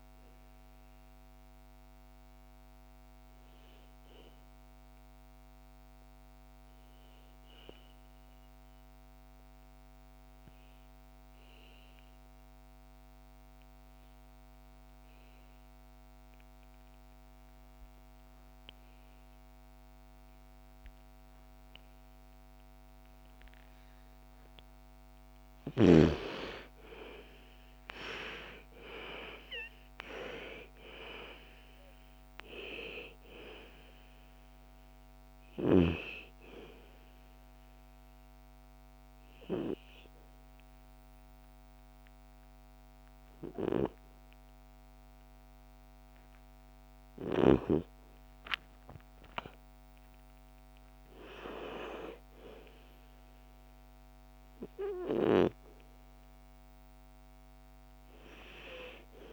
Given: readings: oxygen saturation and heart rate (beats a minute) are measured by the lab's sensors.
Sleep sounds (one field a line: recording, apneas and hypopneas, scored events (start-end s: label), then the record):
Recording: breathing in sleep by a microphone on the trachea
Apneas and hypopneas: 2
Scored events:
0.00-10.00 s: oxygen desaturation (device-marked, oxygen 84% lowest, heart rate 55 extreme)
5.50-25.00 s: obstructive apnea (oxygen 98% before, 82% lowest, heart rate 64 before, 55 extreme, up 14 after)
23.00-49.00 s: oxygen desaturation (device-marked, oxygen 99% before, 82% lowest, heart rate 57 before, 58 extreme)
27.00-31.50 s: arousal
35.50-46.00 s: obstructive apnea (oxygen 99% before, 80% lowest, heart rate 60 before, 58 extreme, up 7 after)
48.50-52.00 s: arousal
From the record:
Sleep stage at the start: N2 (light sleep)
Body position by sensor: on the back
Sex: female